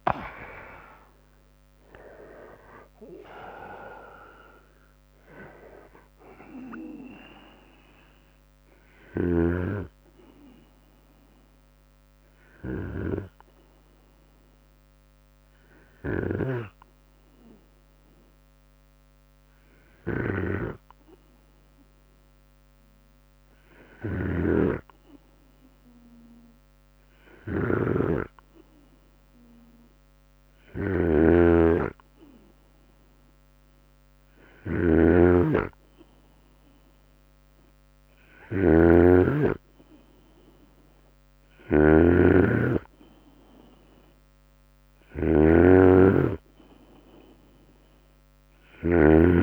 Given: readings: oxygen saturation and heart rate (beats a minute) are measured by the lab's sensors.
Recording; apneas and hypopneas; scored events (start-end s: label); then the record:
breathing in sleep by a microphone on the trachea; 1
0.00-9.50 s: drop in pulse transit time (device-marked, heart rate 70 extreme)
12.00-26.00 s: hypopnea (oxygen 97% before, 94% lowest, heart rate 73 before, 69 extreme, up 7 after)
23.00-48.00 s: snoring (device-marked)
28.00-31.50 s: arousal
33.50-38.50 s: drop in pulse transit time (device-marked, heart rate 75 before, 74 extreme)
From the record:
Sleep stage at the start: N2 (light sleep); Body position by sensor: on the right side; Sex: male